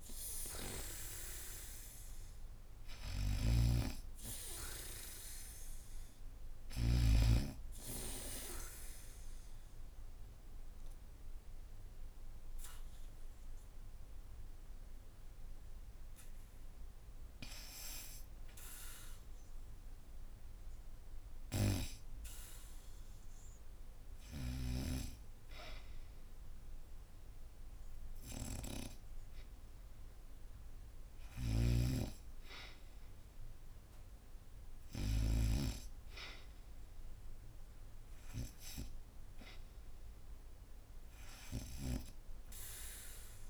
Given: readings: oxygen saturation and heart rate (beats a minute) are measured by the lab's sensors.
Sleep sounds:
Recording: breathing in sleep by a room microphone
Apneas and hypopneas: 1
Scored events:
3.00-6.50 s: snoring (device-marked)
6.50-16.50 s: obstructive apnea (oxygen 93% before, 87% lowest, heart rate 84 before, 76 extreme, up 0 after)
19.00-22.50 s: arousal
35.50-43.50 s: oxygen desaturation (device-marked, oxygen 96% before, 87% lowest, heart rate 79 before, 74 extreme)
From the record:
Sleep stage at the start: N2 (light sleep)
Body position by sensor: on the back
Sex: female

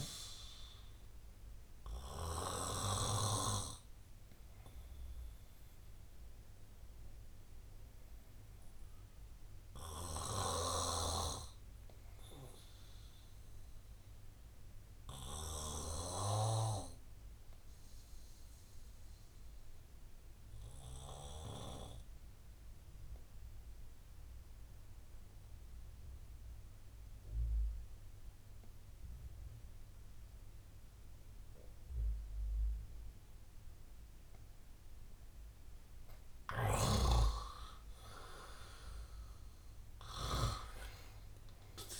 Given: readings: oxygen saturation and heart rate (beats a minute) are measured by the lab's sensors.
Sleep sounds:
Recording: breathing in sleep by a room microphone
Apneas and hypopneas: 1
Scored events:
0.00-20.00 s: oxygen desaturation (device-marked, oxygen 88% lowest, heart rate 67 extreme)
3.00-35.00 s: obstructive apnea (oxygen 99% before, 88% lowest, heart rate 76 before, 67 extreme, up 7 after)
37.50-41.00 s: arousal
38.00-42.00 s: oxygen desaturation (device-marked, oxygen 97% before, 90% lowest, heart rate 74 before, 70 extreme)
From the record:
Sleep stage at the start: N2 (light sleep)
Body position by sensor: on the right side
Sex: male

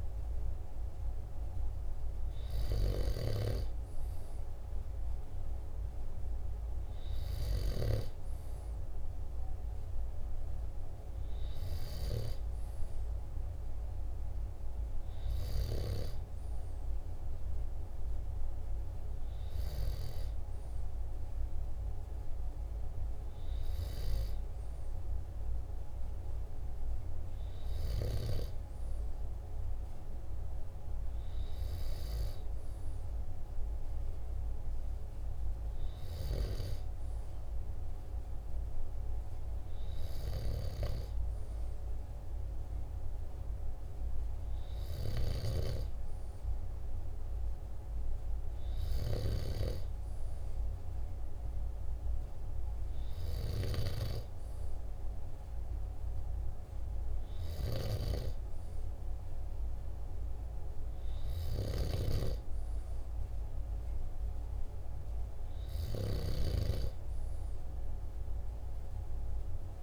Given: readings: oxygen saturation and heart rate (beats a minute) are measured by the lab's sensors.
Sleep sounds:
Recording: breathing in sleep by a room microphone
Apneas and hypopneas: none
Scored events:
none scored
From the record:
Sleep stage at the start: N2 (light sleep)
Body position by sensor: on the back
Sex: male

